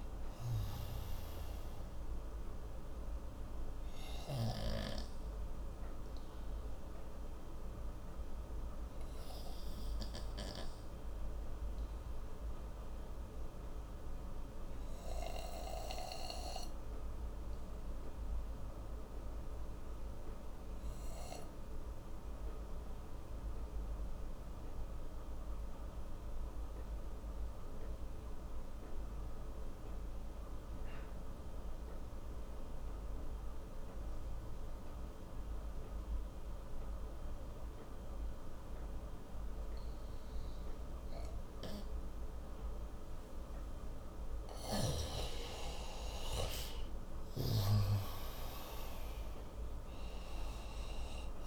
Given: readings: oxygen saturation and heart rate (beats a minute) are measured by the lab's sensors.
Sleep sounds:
breathing in sleep by a room microphone; 1
0.00-24.00 s: oxygen desaturation (device-marked, oxygen 87% lowest)
6.00-45.50 s: obstructive apnea (oxygen 97% before, 87% lowest)
41.00-51.47 s: oxygen desaturation (device-marked, oxygen 97% before, 89% lowest)
47.00-51.00 s: arousal
From the record:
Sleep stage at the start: N2 (light sleep); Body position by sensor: on the right side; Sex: male

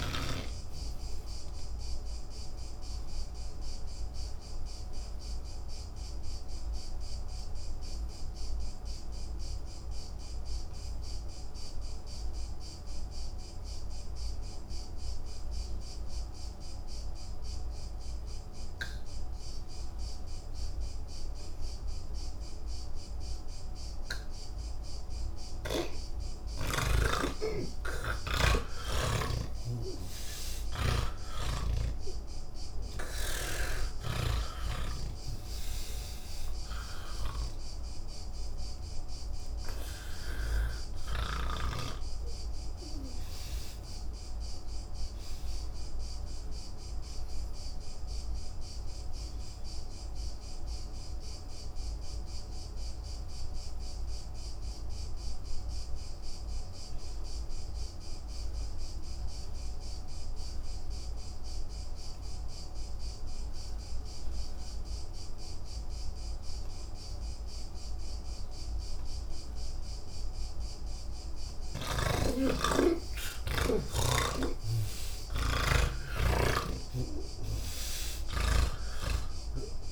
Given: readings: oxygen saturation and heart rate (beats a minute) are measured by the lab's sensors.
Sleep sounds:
breathing in sleep by a room microphone; 2
0.00-18.50 s: oxygen desaturation (device-marked, oxygen 78% lowest, heart rate 98 extreme)
3.50-24.00 s: obstructive apnea (oxygen 98% before, 78% lowest, heart rate 172 before, 88 extreme, up 15 after)
24.50-57.50 s: oxygen desaturation (device-marked, oxygen 98% before, 81% lowest, heart rate 165 before, 28 extreme)
28.00-34.50 s: snoring (device-marked)
44.50-70.00 s: obstructive apnea (oxygen 98% before, 80% lowest, heart rate 134 before, 28 extreme, up 15 after)
71.50-77.50 s: oxygen desaturation (device-marked, oxygen 98% before, 88% lowest, heart rate 167 before, 32 extreme)
76.50-79.92 s: snoring (device-marked)
From the record:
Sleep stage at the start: N2 (light sleep); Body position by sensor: on the back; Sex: male

